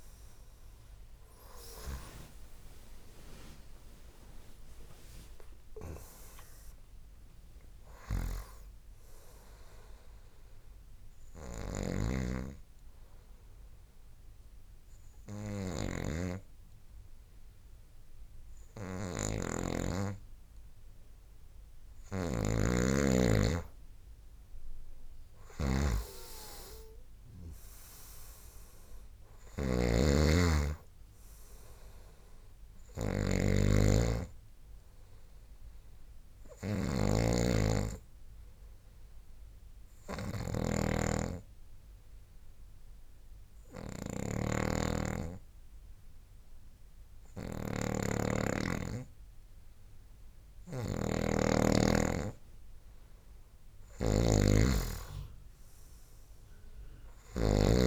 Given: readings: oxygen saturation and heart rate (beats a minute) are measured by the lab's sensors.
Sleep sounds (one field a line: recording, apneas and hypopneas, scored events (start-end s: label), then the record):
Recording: breathing in sleep by a room microphone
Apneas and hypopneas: 2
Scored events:
6.50-17.50 s: oxygen desaturation (device-marked, oxygen 97% before, 94% lowest, heart rate 74 before, 63 extreme)
11.50-22.00 s: hypopnea (oxygen 98% before, 94% lowest, heart rate 80 before, 63 extreme, up 7 after)
11.50-57.86 s: snoring (device-marked)
31.50-47.50 s: oxygen desaturation (device-marked, oxygen 98% before, 94% lowest, heart rate 69 before, 64 extreme)
37.50-50.50 s: hypopnea (oxygen 98% before, 94% lowest, heart rate 67 before, 64 extreme, up 10 after)
55.00-57.86 s: arousal
From the record:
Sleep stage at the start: N2 (light sleep)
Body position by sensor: on the right side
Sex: male